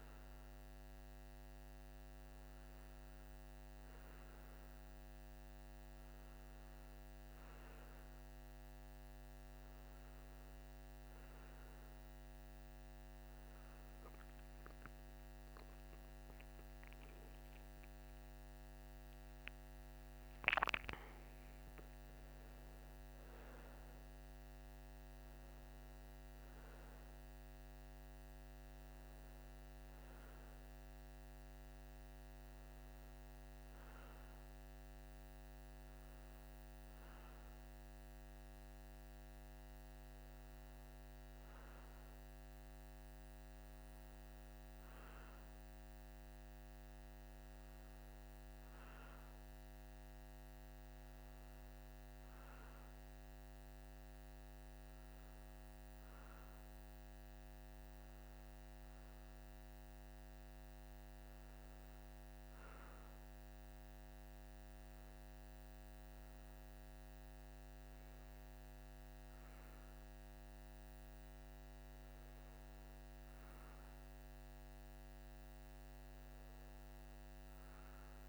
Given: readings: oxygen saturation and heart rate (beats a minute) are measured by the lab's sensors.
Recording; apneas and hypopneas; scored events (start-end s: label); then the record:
breathing in sleep, hard to hear, by a microphone on the trachea; none
13.50-19.00 s: arousal
From the record:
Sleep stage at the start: N2 (light sleep); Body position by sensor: on the right side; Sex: male